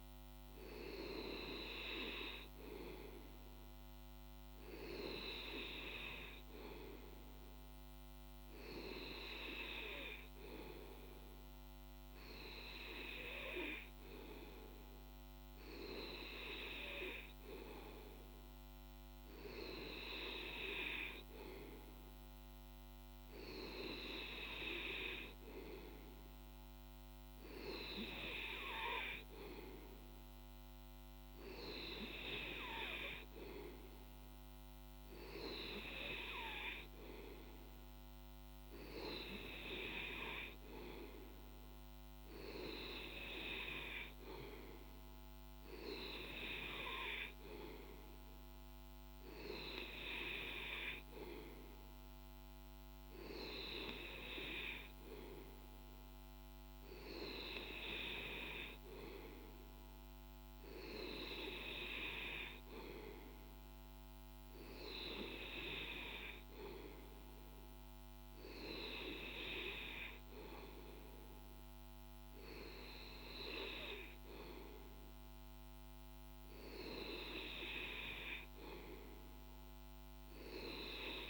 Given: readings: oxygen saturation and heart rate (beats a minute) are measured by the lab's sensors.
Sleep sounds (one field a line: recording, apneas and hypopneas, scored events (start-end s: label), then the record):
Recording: breathing in sleep by a microphone on the trachea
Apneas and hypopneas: none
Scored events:
none scored
From the record:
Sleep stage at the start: N2 (light sleep)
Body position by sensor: on the back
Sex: male